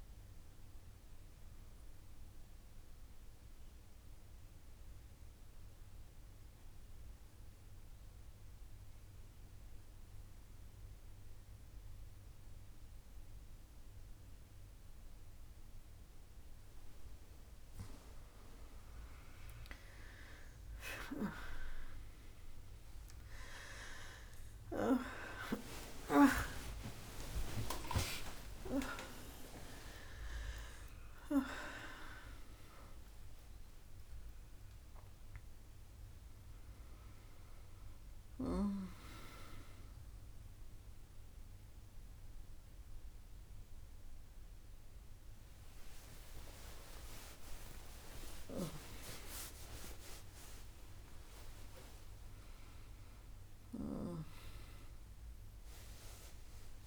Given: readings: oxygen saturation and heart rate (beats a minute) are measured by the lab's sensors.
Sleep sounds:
a person awake in a sleep study, by a room microphone; 1
0.00-15.00 s: oxygen desaturation (device-marked, oxygen 95% lowest, heart rate 68 extreme)
4.50-18.50 s: obstructive apnea (oxygen 99% before, 95% lowest, heart rate 86 before, 68 extreme)
19.00-49.00 s: new sleep stage, awake
49.00-56.87 s: new sleep stage, N1 (lightest sleep)
From the record:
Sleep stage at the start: N2 (light sleep); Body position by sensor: on the back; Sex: female

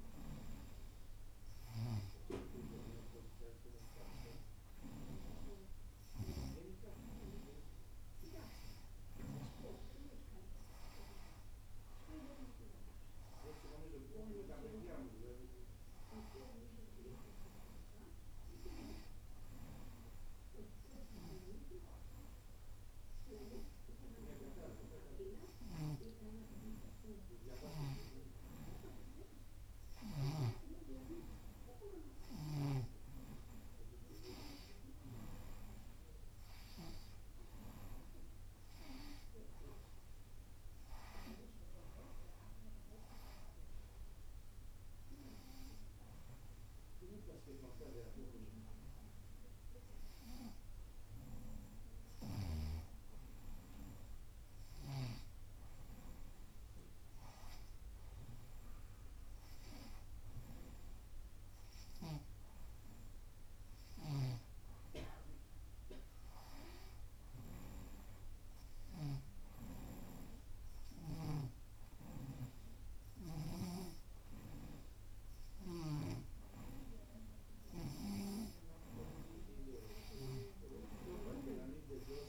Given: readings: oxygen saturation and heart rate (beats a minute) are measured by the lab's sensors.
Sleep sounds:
breathing in sleep by a room microphone; none
25.50-30.50 s: snoring (device-marked)
62.00-71.50 s: snoring (device-marked)
76.00-81.50 s: snoring (device-marked)
From the record:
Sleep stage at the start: N2 (light sleep); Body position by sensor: on the right side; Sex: female

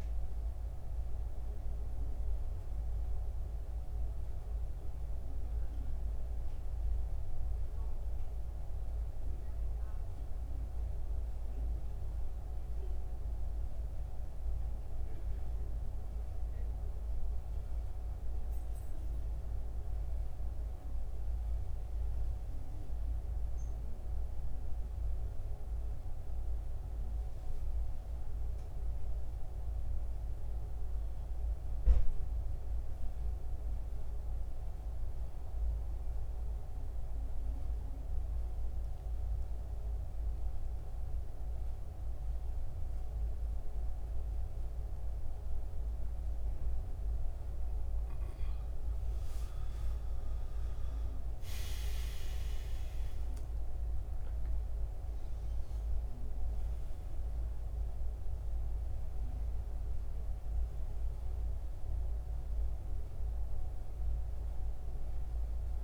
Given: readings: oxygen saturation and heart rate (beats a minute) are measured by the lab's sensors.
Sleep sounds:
breathing in sleep, hard to hear, by a room microphone; 1
25.50-29.50 s: arousal
35.00-48.00 s: central apnea (oxygen 94% before, 87% lowest, heart rate 74 before, 70 extreme, up 14 after)
37.50-65.83 s: new sleep stage, N2 (light sleep)
49.00-53.50 s: arousal
58.50-65.83 s: oxygen desaturation (device-marked, oxygen 92% before, 87% lowest, heart rate 75 before, 66 extreme)
From the record:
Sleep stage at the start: REM sleep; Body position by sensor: on the back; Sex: male

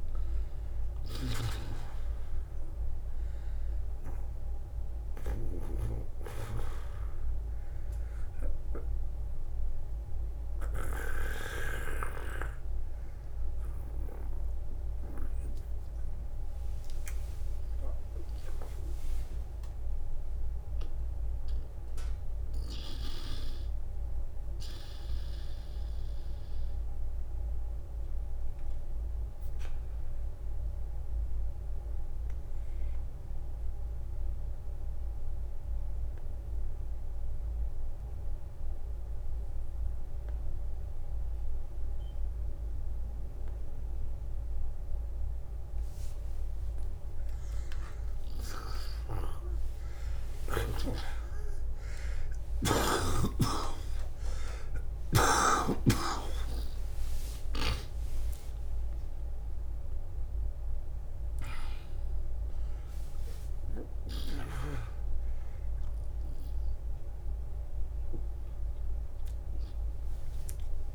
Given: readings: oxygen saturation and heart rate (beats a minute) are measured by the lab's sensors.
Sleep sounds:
breathing in sleep by a room microphone; 1
0.00-20.50 s: oxygen desaturation (device-marked, oxygen 82% lowest, heart rate 46 extreme)
4.50-10.50 s: snoring (device-marked)
18.50-45.50 s: obstructive apnea (oxygen 89% before, 73% lowest, heart rate 59 before, 43 extreme, up 23 after)
22.50-37.50 s: oxygen desaturation (device-marked, oxygen 84% before, 73% lowest, heart rate 59 before, 43 extreme)
50.00-56.00 s: arousal
52.50-54.50 s: long interval between heartbeats (device-marked, heart rate 50 before, 69 extreme)
52.50-55.50 s: tachycardia (device-marked, heart rate 56 before, 95 extreme)
55.00-57.00 s: long interval between heartbeats (device-marked, heart rate 52 before, 95 extreme)
59.50-66.50 s: oxygen desaturation (device-marked, oxygen 95% before, 92% lowest, heart rate 65 before, 41 extreme)
62.00-64.00 s: long interval between heartbeats (device-marked, heart rate 69 before, 78 extreme)
67.50-70.95 s: arousal
From the record:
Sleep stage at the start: N2 (light sleep); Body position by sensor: on the back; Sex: male

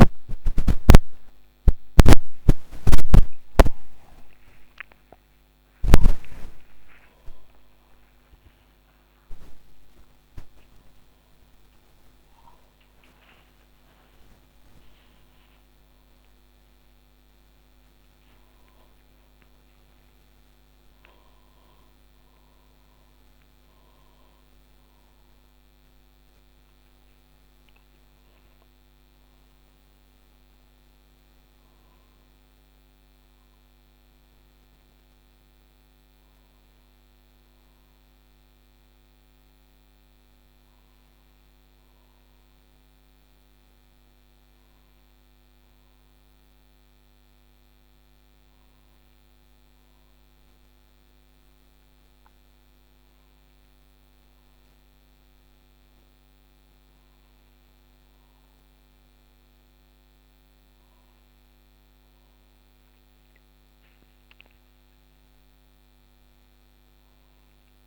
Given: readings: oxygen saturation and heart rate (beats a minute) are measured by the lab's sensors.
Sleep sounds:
a person awake in a sleep study, by a microphone on the trachea; none
none scored
From the record:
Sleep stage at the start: awake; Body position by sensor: upright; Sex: male

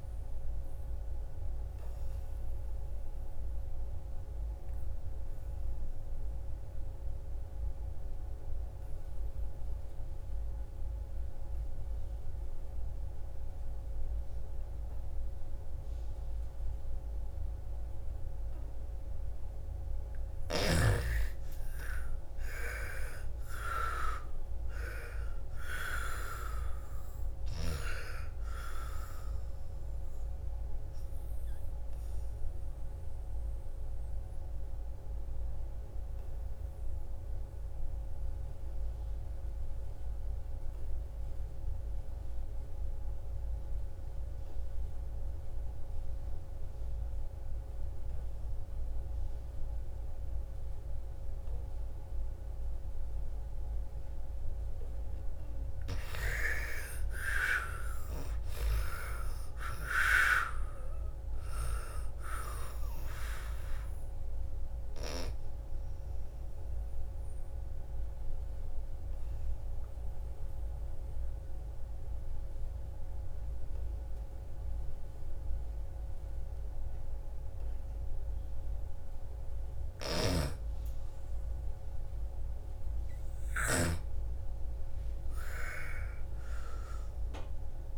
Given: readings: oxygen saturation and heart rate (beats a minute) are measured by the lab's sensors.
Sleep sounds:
breathing in sleep by a room microphone; 3
0.00-9.00 s: oxygen desaturation (device-marked, oxygen 87% lowest, heart rate 55 extreme)
1.00-18.00 s: obstructive apnea (oxygen 99% before, 80% lowest, heart rate 62 before, 54 extreme, up 11 after)
20.00-41.00 s: oxygen desaturation (device-marked, oxygen 98% before, 84% lowest, heart rate 63 before, 54 extreme)
21.00-25.50 s: arousal
30.50-54.00 s: obstructive apnea (oxygen 98% before, 80% lowest, heart rate 61 before, 54 extreme, up 14 after)
53.00-77.00 s: oxygen desaturation (device-marked, oxygen 99% before, 80% lowest, heart rate 57 before, 55 extreme)
56.00-60.50 s: arousal
65.00-80.00 s: obstructive apnea (oxygen 99% before, 80% lowest, heart rate 61 before, 55 extreme, up 9 after)
79.50-83.50 s: snoring (device-marked)
83.00-87.00 s: arousal
From the record:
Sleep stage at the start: N2 (light sleep); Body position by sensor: on the back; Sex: female

